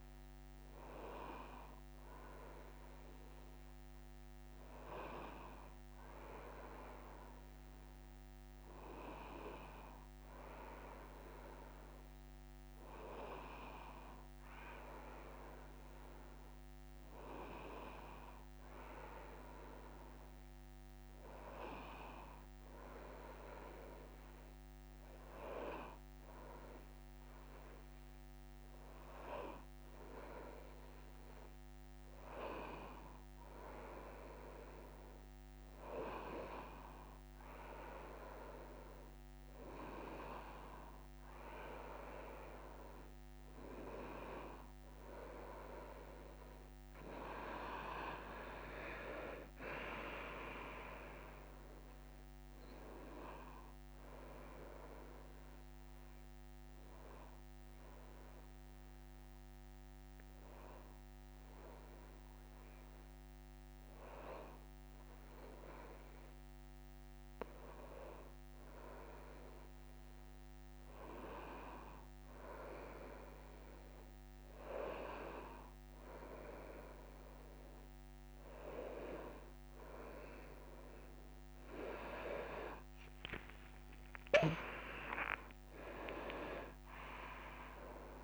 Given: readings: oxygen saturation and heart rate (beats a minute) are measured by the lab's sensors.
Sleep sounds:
a person awake in a sleep study, by a microphone on the trachea; none
82.50-87.50 s: tachycardia (device-marked, heart rate 66 before, 105 extreme)
84.50-86.50 s: long interval between heartbeats (device-marked, heart rate 66 before, 95 extreme)
From the record:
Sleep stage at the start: awake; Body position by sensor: on the right side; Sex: female

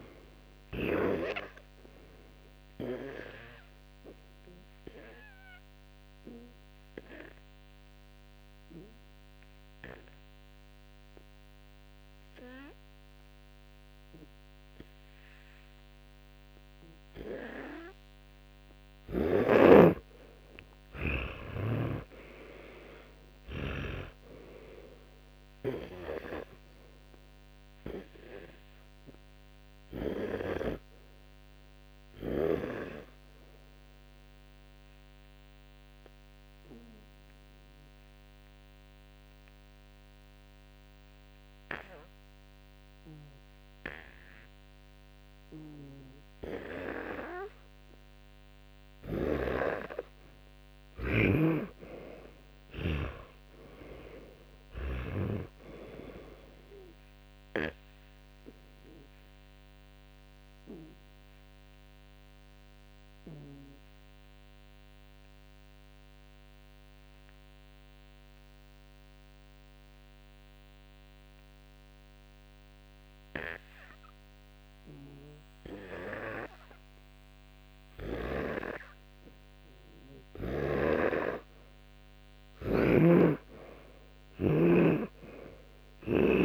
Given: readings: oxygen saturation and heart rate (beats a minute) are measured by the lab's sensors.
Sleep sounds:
breathing in sleep by a microphone on the trachea; 3
2.50-18.00 s: hypopnea (oxygen 98% before, 92% lowest, heart rate 63 before, 56 extreme, up 22 after)
3.00-18.00 s: oxygen desaturation (device-marked, oxygen 98% before, 94% lowest, heart rate 64 before, 56 extreme)
20.00-24.00 s: arousal
23.00-45.00 s: oxygen desaturation (device-marked, oxygen 96% before, 92% lowest, heart rate 61 before, 56 extreme)
35.50-48.00 s: hypopnea (oxygen 96% before, 92% lowest, heart rate 68 before, 56 extreme, up 18 after)
49.00-53.00 s: snoring (device-marked)
49.00-55.00 s: arousal
62.50-78.50 s: obstructive apnea (oxygen 98% before, 92% lowest, heart rate 64 before, 54 extreme, up 13 after)
78.00-86.00 s: oxygen desaturation (device-marked, oxygen 95% before, 92% lowest, heart rate 60 before, 57 extreme)
79.50-83.00 s: arousal
83.00-86.45 s: snoring (device-marked)
From the record:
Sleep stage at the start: N2 (light sleep); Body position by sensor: on the back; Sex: male

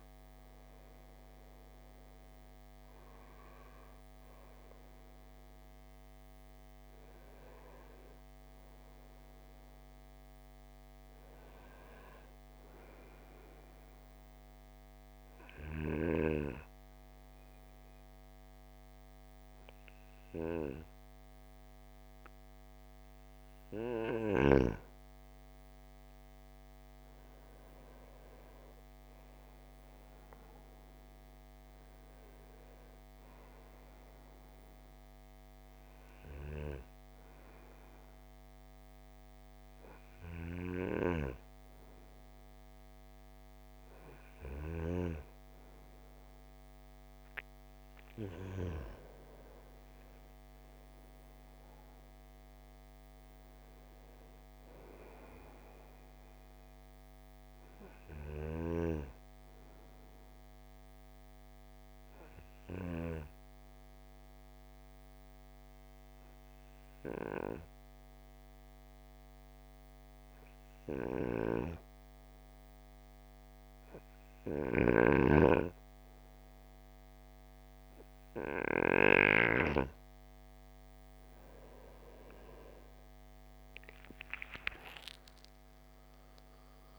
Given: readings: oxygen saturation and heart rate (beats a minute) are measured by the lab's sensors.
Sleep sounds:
breathing in sleep by a microphone on the trachea; 3
0.00-19.50 s: oxygen desaturation (device-marked, oxygen 88% lowest, heart rate 53 extreme)
12.50-23.50 s: obstructive apnea (oxygen 96% before, 88% lowest, heart rate 75 before, 53 extreme, up 6 after)
26.00-30.00 s: arousal
36.50-46.50 s: obstructive apnea (oxygen 97% before, 90% lowest, heart rate 56 before, 53 extreme, up 7 after)
48.50-52.50 s: arousal
56.50-79.00 s: obstructive apnea (oxygen 97% before, 90% lowest, heart rate 57 before, 53 extreme, up 26 after)
83.50-86.99 s: oxygen desaturation (device-marked, oxygen 96% before, 90% lowest, heart rate 56 before, 52 extreme)
From the record:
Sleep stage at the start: N2 (light sleep); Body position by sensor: on the right side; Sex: male

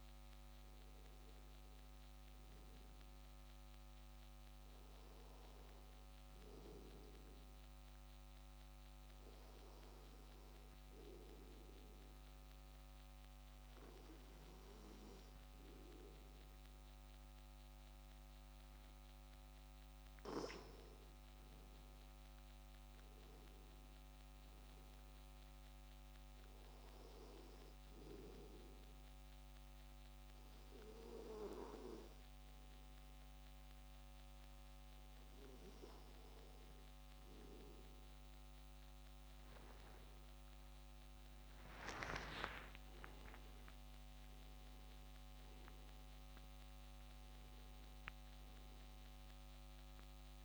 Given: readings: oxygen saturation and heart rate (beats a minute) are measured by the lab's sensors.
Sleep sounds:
breathing in sleep by a microphone on the trachea; 1
0.00-4.00 s: arousal
11.00-21.00 s: obstructive apnea (oxygen 96% before, 92% lowest, heart rate 83 before, 77 extreme, up 6 after)
22.50-25.50 s: arousal
24.50-39.50 s: oxygen desaturation (device-marked, oxygen 95% before, 92% lowest, heart rate 83 before, 77 extreme)
41.00-46.50 s: arousal
From the record:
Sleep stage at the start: N2 (light sleep); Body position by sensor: on the back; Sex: male

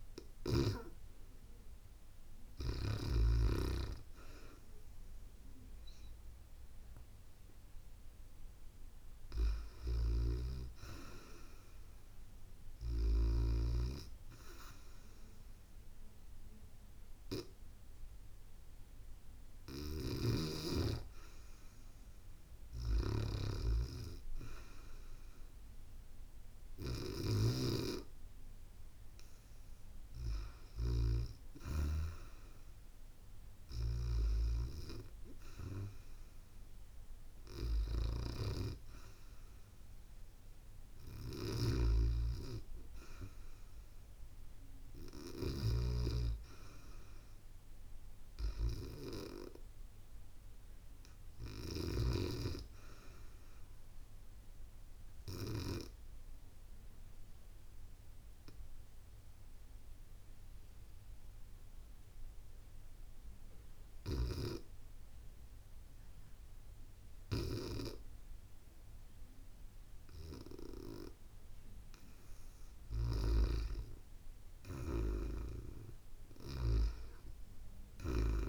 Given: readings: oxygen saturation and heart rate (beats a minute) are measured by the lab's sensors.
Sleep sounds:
breathing in sleep by a room microphone; 1
9.50-13.00 s: snoring (device-marked)
41.00-45.50 s: snoring (device-marked)
44.00-48.00 s: arousal
55.00-71.00 s: obstructive apnea (oxygen 96% before, 90% lowest, heart rate 74 before, 67 extreme, up 5 after)
74.00-78.49 s: arousal
75.50-78.49 s: oxygen desaturation (device-marked, oxygen 94% before, 90% lowest, heart rate 72 before, 73 extreme)
From the record:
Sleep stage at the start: REM sleep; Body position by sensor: on the back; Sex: female

